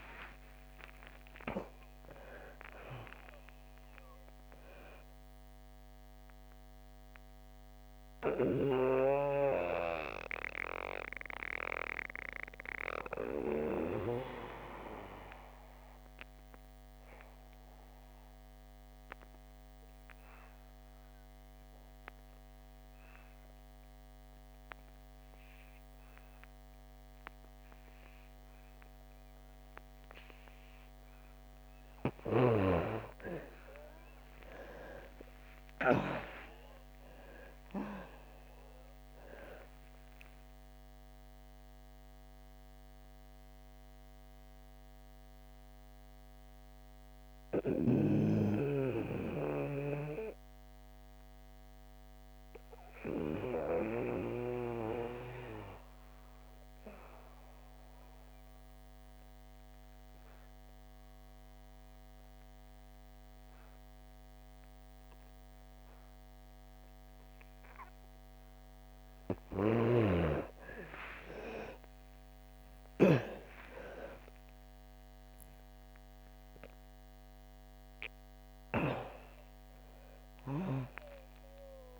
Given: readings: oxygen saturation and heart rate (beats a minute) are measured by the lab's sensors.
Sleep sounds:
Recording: breathing in sleep by a microphone on the trachea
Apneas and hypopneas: 2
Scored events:
0.00-1.50 s: arousal
0.00-25.50 s: oxygen desaturation (device-marked, oxygen 78% lowest, heart rate 58 extreme)
8.00-32.50 s: mixed apnea (oxygen 98% before, 78% lowest, heart rate 71 before, 61 extreme, up 43 after)
27.50-61.50 s: oxygen desaturation (device-marked, oxygen 99% before, 82% lowest, heart rate 66 before, 63 extreme)
34.00-38.50 s: arousal
41.00-69.00 s: mixed apnea (oxygen 99% before, 82% lowest, heart rate 75 before, 63 extreme, up 6 after)
68.50-82.00 s: oxygen desaturation (device-marked, oxygen 98% before, 84% lowest, heart rate 65 before, 62 extreme)
71.00-74.50 s: arousal
From the record:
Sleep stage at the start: N2 (light sleep)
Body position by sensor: on the back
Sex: female

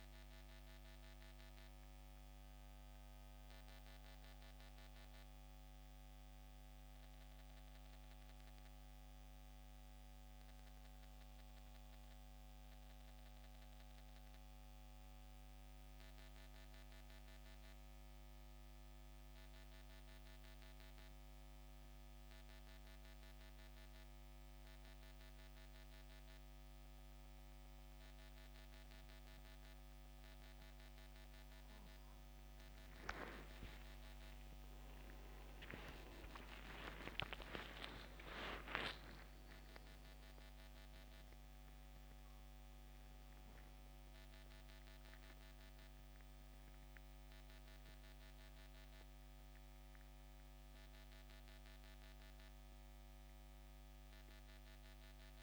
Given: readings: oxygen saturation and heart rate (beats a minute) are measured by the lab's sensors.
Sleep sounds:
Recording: breathing in sleep by a microphone on the trachea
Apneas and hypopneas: 1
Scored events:
0.00-13.00 s: oxygen desaturation (device-marked, oxygen 86% lowest, heart rate 64 extreme)
16.00-55.43 s: new sleep stage, N2 (light sleep)
16.50-31.00 s: central apnea (oxygen 96% before, 86% lowest, heart rate 75 before, 64 extreme, up 15 after)
33.00-37.50 s: arousal
46.00-55.43 s: oxygen desaturation (device-marked, oxygen 93% before, 86% lowest, heart rate 72 before, 62 extreme)
From the record:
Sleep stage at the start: N1 (lightest sleep)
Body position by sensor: on the back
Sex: male

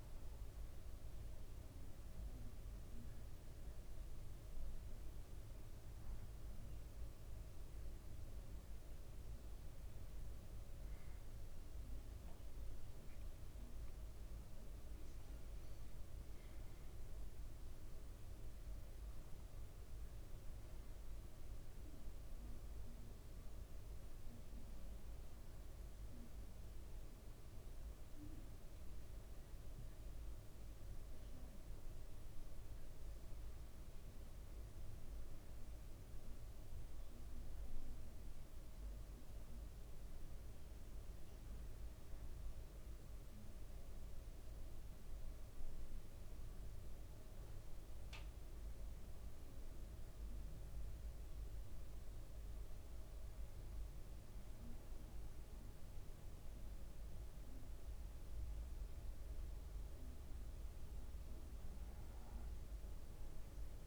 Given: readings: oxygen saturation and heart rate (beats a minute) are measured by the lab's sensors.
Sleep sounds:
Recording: breathing in sleep, hard to hear, by a room microphone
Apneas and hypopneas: 1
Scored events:
36.00-63.86 s: new sleep stage, N2 (light sleep)
39.50-52.50 s: hypopnea (oxygen 99% before, 96% lowest, heart rate 60 before, 58 extreme, up 0 after)
55.50-61.00 s: arousal
From the record:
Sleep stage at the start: N1 (lightest sleep)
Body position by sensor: on the back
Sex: male

